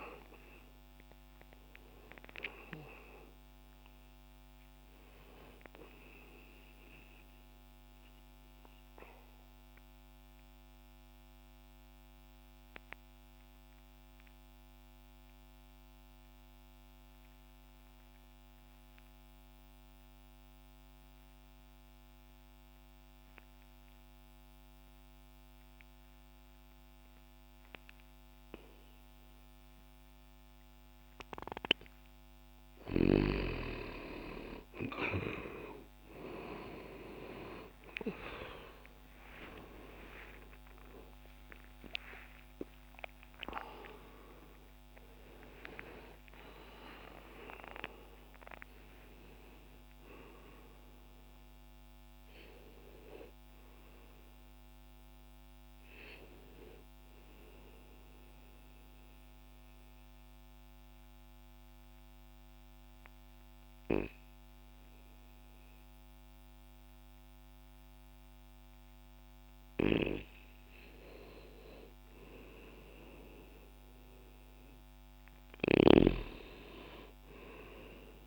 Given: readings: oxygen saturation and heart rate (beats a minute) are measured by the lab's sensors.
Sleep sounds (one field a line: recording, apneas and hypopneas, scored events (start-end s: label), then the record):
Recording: breathing in sleep by a microphone on the trachea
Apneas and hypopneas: 2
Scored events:
6.50-32.00 s: mixed apnea (oxygen 97% before, 91% lowest, heart rate 73 before, 60 extreme, up 25 after)
22.00-31.00 s: oxygen desaturation (device-marked, oxygen 95% before, 92% lowest, heart rate 68 before, 60 extreme)
36.00-53.00 s: oxygen desaturation (device-marked, oxygen 98% before, 92% lowest, heart rate 61 before, 60 extreme)
38.50-45.00 s: arousal
58.00-69.50 s: obstructive apnea (oxygen 98% before, 89% lowest, heart rate 94 before, 60 extreme, up 1 after)
72.00-76.00 s: arousal
From the record:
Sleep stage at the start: N2 (light sleep)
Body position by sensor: on the left side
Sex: male